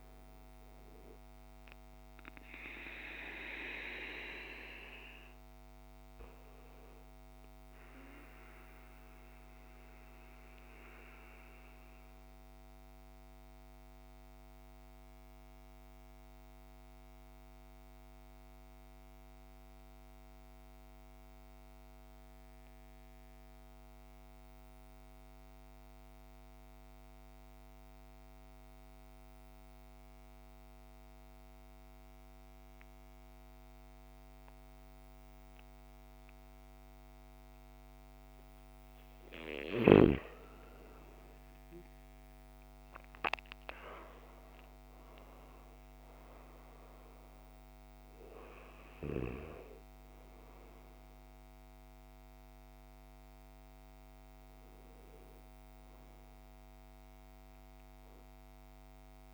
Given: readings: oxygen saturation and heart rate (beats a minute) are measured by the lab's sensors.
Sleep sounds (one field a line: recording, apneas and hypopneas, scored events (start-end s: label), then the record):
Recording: breathing in sleep by a microphone on the trachea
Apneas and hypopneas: 1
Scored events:
0.00-21.00 s: oxygen desaturation (device-marked, oxygen 80% lowest, heart rate 53 extreme)
7.50-38.50 s: mixed apnea (oxygen 99% before, 80% lowest, heart rate 64 before, 53 extreme, up 18 after)
33.00-59.34 s: oxygen desaturation (device-marked, oxygen 100% before, 81% lowest, heart rate 55 before, 52 extreme)
42.00-46.50 s: arousal
From the record:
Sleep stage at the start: N2 (light sleep)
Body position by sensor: on the back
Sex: male